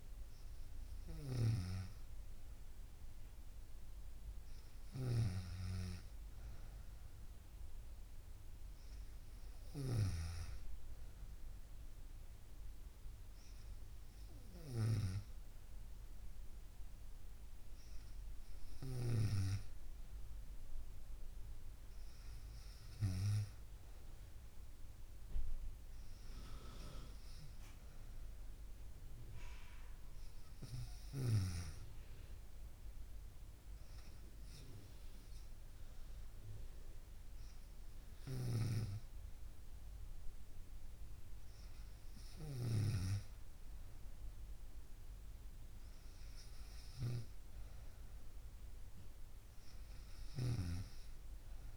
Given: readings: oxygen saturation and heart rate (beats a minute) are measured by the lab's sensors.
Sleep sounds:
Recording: breathing in sleep by a room microphone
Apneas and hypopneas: none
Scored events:
1.00-10.50 s: snoring (device-marked)
38.50-43.00 s: snoring (device-marked)
From the record:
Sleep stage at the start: N2 (light sleep)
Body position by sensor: on the right side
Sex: female

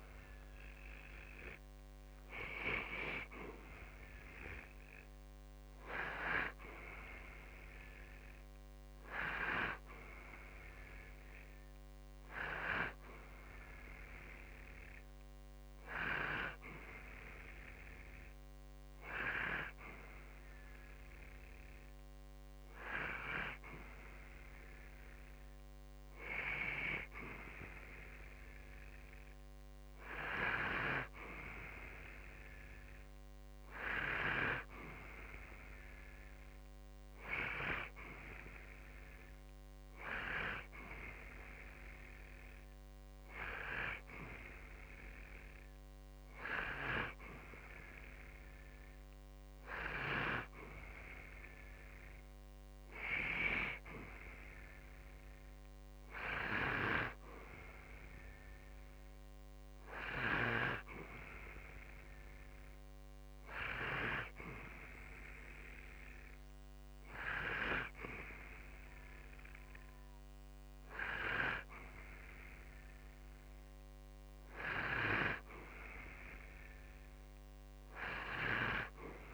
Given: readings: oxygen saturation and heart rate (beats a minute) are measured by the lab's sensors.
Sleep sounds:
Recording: breathing in sleep by a microphone on the trachea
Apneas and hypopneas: 2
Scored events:
9.50-12.50 s: arousal
16.50-26.50 s: hypopnea (oxygen 91% before, 89% lowest, heart rate 62 before, 60 extreme, up 5 after)
29.00-32.50 s: arousal
63.50-75.00 s: hypopnea (oxygen 91% before, 89% lowest, heart rate 62 before, 60 extreme, up 6 after)
77.50-79.34 s: arousal
From the record:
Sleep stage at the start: N2 (light sleep)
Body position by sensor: on the back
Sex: male

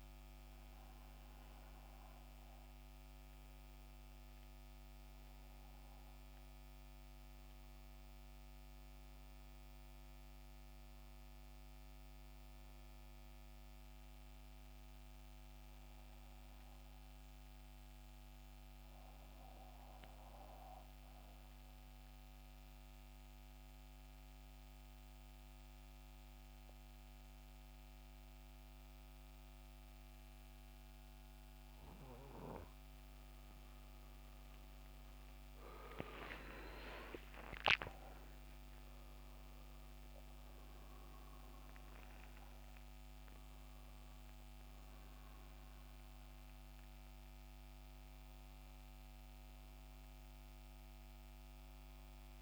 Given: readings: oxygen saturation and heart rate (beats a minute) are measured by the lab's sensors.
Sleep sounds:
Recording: breathing in sleep by a microphone on the trachea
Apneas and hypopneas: 1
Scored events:
7.00-18.00 s: oxygen desaturation (device-marked, oxygen 92% before, 86% lowest, heart rate 75 before, 67 extreme)
17.50-33.50 s: central apnea (oxygen 93% before, 84% lowest, heart rate 77 before, 67 extreme, up 18 after)
34.50-38.00 s: arousal
45.00-52.42 s: oxygen desaturation (device-marked, oxygen 91% before, 84% lowest, heart rate 75 before, 67 extreme)
From the record:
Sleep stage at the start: N2 (light sleep)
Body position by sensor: on the back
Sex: male

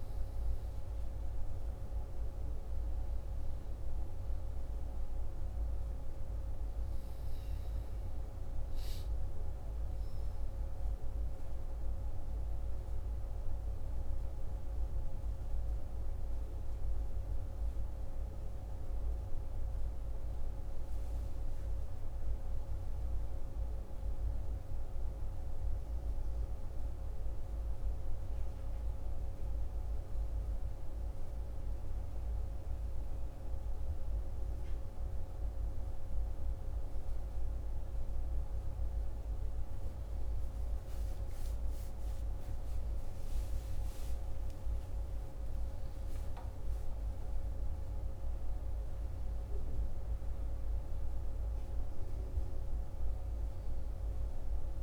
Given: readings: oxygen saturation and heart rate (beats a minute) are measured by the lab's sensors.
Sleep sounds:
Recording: a person awake in a sleep study, hard to hear, by a room microphone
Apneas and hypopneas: none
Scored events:
none scored
From the record:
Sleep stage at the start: awake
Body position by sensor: on the right side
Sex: male

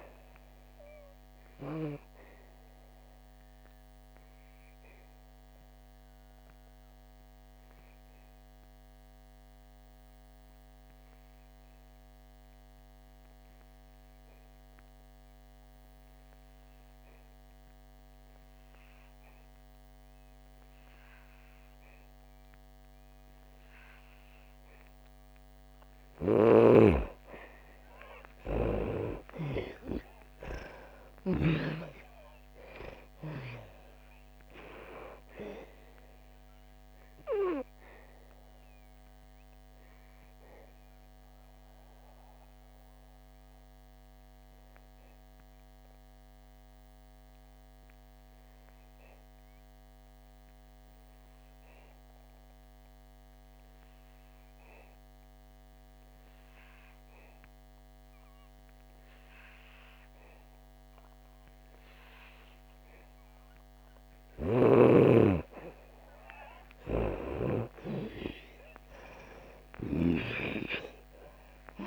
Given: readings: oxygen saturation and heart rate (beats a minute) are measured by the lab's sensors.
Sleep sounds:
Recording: breathing in sleep by a microphone on the trachea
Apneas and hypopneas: 2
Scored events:
0.00-22.50 s: oxygen desaturation (device-marked, oxygen 84% lowest, heart rate 57 extreme)
1.50-24.00 s: obstructive apnea (oxygen 99% before, 81% lowest, heart rate 65 before, 55 extreme, up 6 after)
24.50-57.50 s: oxygen desaturation (device-marked, oxygen 98% before, 81% lowest, heart rate 62 before, 55 extreme)
26.00-31.50 s: snoring (device-marked)
29.00-33.00 s: arousal
37.00-63.50 s: obstructive apnea (oxygen 98% before, 81% lowest, heart rate 64 before, 55 extreme, up 6 after)
62.50-71.87 s: oxygen desaturation (device-marked, oxygen 99% before, 82% lowest, heart rate 60 before, 58 extreme)
68.50-71.87 s: arousal
From the record:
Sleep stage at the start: N2 (light sleep)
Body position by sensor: on the back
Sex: female

